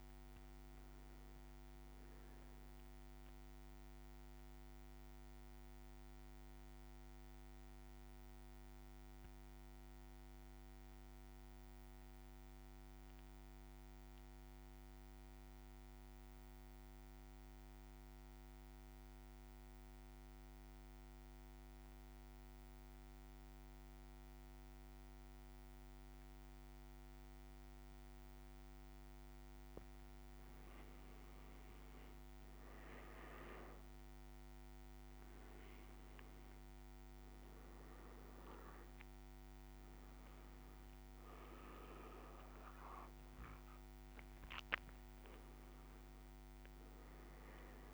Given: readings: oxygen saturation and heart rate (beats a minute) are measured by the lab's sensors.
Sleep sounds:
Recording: breathing in sleep, hard to hear, by a microphone on the trachea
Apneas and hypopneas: 1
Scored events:
0.00-5.50 s: oxygen desaturation (device-marked, oxygen 95% lowest, heart rate 54 extreme)
3.50-30.00 s: mixed apnea (oxygen 99% before, 93% lowest, heart rate 57 before, 55 extreme, up 4 after)
31.50-47.94 s: oxygen desaturation (device-marked, oxygen 99% before, 93% lowest, heart rate 55 before, 55 extreme)
32.00-35.00 s: arousal
From the record:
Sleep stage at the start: N2 (light sleep)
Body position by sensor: on the back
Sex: male

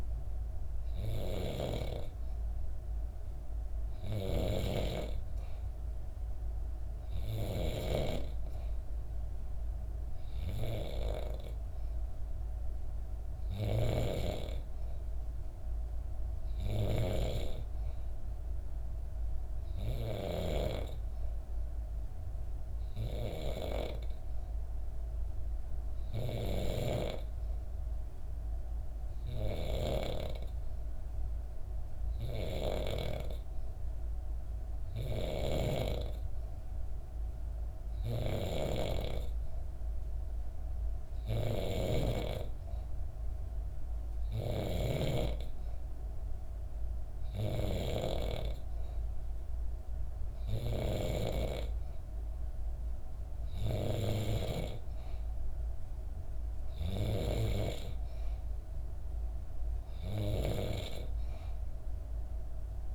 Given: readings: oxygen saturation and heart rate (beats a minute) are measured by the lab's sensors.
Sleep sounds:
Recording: breathing in sleep by a room microphone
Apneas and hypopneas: none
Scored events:
0.00-13.50 s: snoring (device-marked)
34.50-54.00 s: snoring (device-marked)
From the record:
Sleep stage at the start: N3 (deep sleep)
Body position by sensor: on the back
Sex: female

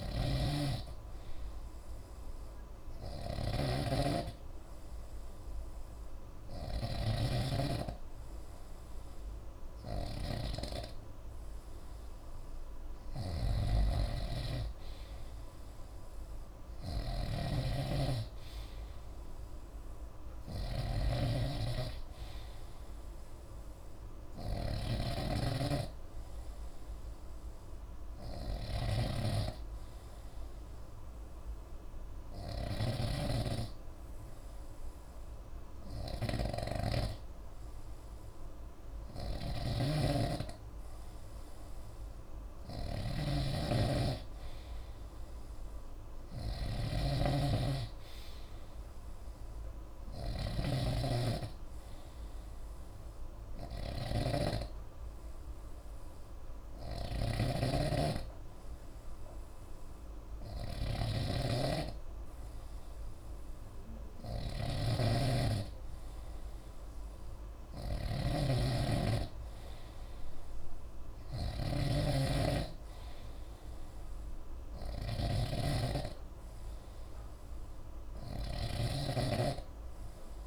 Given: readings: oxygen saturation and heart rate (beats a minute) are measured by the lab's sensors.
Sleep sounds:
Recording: breathing in sleep by a room microphone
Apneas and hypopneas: none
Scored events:
0.00-80.46 s: snoring (device-marked)
From the record:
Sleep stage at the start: N3 (deep sleep)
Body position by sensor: on the right side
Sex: male

